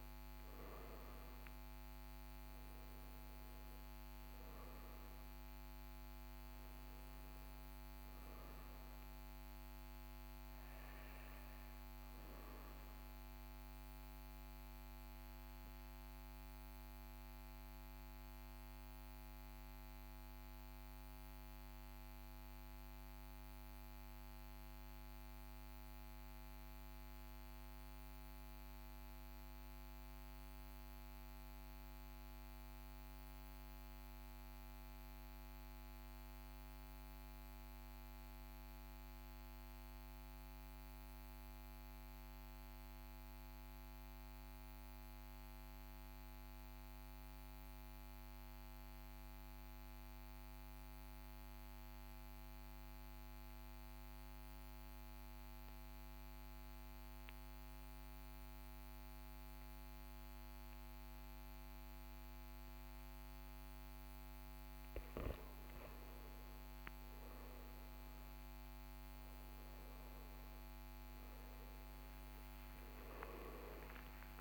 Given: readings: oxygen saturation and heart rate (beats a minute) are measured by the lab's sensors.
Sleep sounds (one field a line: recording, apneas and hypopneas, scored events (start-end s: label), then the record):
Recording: breathing in sleep, hard to hear, by a microphone on the trachea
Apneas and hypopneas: 1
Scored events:
0.00-34.00 s: oxygen desaturation (device-marked, oxygen 90% lowest, heart rate 38 extreme)
17.00-65.00 s: mixed apnea (oxygen 96% before, 90% lowest, heart rate 44 before, 38 extreme, up 12 after)
53.00-74.41 s: oxygen desaturation (device-marked, oxygen 100% before, 96% lowest, heart rate 39 before, 39 extreme)
From the record:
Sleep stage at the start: N2 (light sleep)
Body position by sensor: on the back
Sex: male